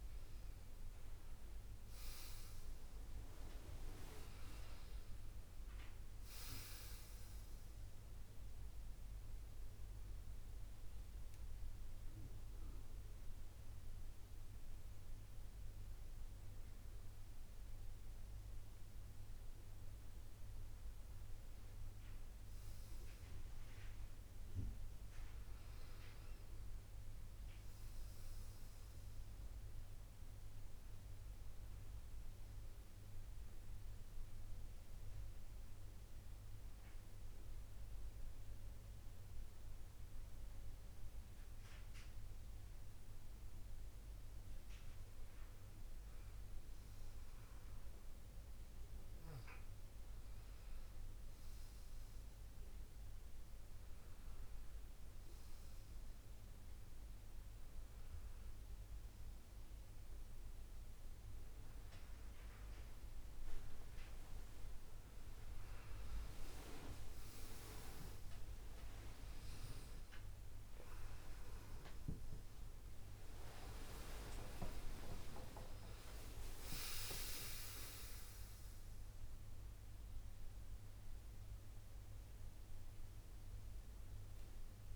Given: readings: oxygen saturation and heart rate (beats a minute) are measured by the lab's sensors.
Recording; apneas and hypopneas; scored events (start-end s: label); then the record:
breathing in sleep by a room microphone; 2
0.00-4.50 s: oxygen desaturation (device-marked, oxygen 92% lowest)
1.00-5.00 s: arousal
7.50-18.50 s: central apnea (oxygen 96% before, 89% lowest)
12.50-24.50 s: oxygen desaturation (device-marked, oxygen 93% before, 89% lowest)
21.00-25.50 s: arousal
31.00-45.00 s: mixed apnea (oxygen 96% before, 90% lowest)
48.00-51.00 s: arousal
50.50-58.50 s: oxygen desaturation (device-marked, oxygen 96% before, 90% lowest)
59.50-84.96 s: new sleep stage, N1 (lightest sleep)
69.50-73.50 s: arousal
From the record:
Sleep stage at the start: N2 (light sleep); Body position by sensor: on the back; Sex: male